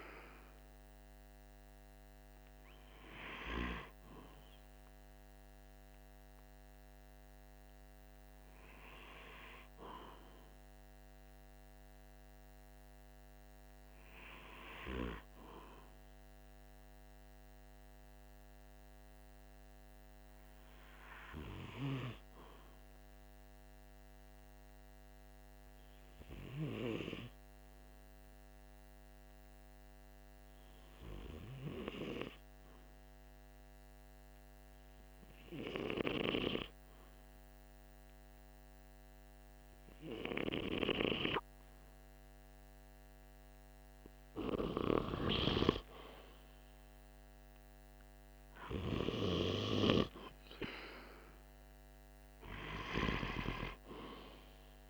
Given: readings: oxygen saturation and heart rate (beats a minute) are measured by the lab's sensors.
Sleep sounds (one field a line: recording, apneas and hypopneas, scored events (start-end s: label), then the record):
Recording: breathing in sleep by a microphone on the trachea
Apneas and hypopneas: 1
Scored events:
2.00-54.90 s: new sleep stage, N2 (light sleep)
16.00-37.00 s: obstructive apnea (oxygen 97% before, 93% lowest, heart rate 46 before, 46 extreme, up 0 after)
44.00-48.50 s: arousal
47.00-54.90 s: oxygen desaturation (device-marked, oxygen 96% before, 93% lowest, heart rate 47 before, 45 extreme)
From the record:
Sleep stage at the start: REM sleep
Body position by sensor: on the right side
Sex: male